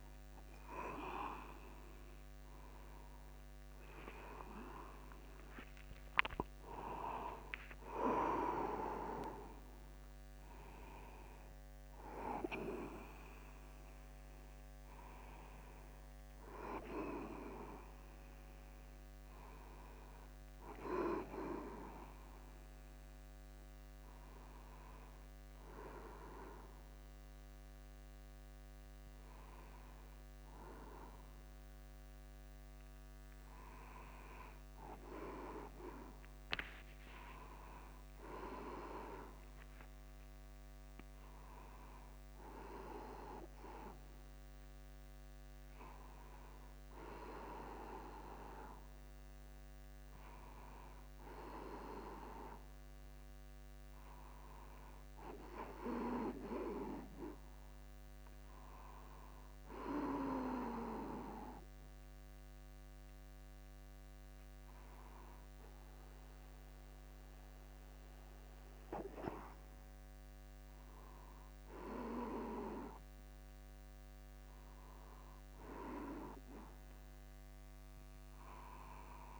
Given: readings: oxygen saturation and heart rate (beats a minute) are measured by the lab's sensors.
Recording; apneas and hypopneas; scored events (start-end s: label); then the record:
a person awake in a sleep study, by a microphone on the trachea; none
5.50-7.50 s: long interval between heartbeats (device-marked, heart rate 55 before, 64 extreme)
10.50-79.40 s: new sleep stage, awake
From the record:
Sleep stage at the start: N2 (light sleep); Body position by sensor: upright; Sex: male